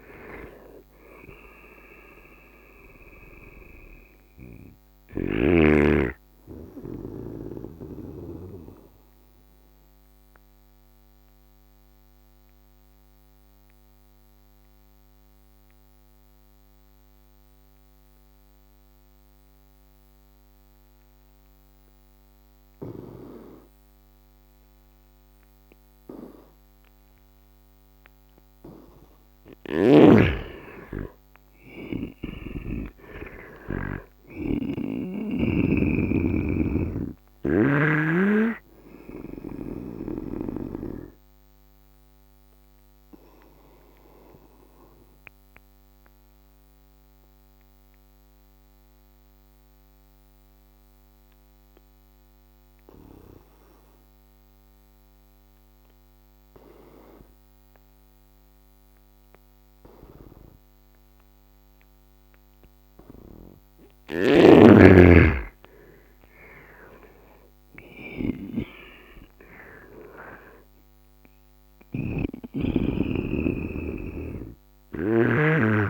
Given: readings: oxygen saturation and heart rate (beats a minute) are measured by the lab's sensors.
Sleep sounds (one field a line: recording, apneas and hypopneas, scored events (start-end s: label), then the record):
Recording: breathing in sleep by a microphone on the trachea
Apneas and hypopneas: 2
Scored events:
0.00-16.00 s: oxygen desaturation (device-marked, oxygen 99% before, 88% lowest, heart rate 71 before, 66 extreme)
4.50-8.00 s: snoring (device-marked)
7.00-28.50 s: obstructive apnea (oxygen 99% before, 80% lowest, heart rate 76 before, 66 extreme, up 9 after)
21.00-26.00 s: oxygen desaturation (device-marked, oxygen 91% before, 88% lowest, heart rate 76 before, 71 extreme)
30.00-34.00 s: arousal
31.00-55.00 s: oxygen desaturation (device-marked, oxygen 100% before, 82% lowest, heart rate 72 before, 68 extreme)
41.50-63.00 s: obstructive apnea (oxygen 100% before, 80% lowest, heart rate 78 before, 68 extreme, up 17 after)
57.00-75.90 s: oxygen desaturation (device-marked, oxygen 100% before, 80% lowest, heart rate 76 before, 71 extreme)
64.00-75.00 s: snoring (device-marked)
65.50-69.50 s: arousal
69.50-71.50 s: long interval between heartbeats (device-marked, heart rate 72 before, 85 extreme)
From the record:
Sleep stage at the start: N2 (light sleep)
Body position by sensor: on the right side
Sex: male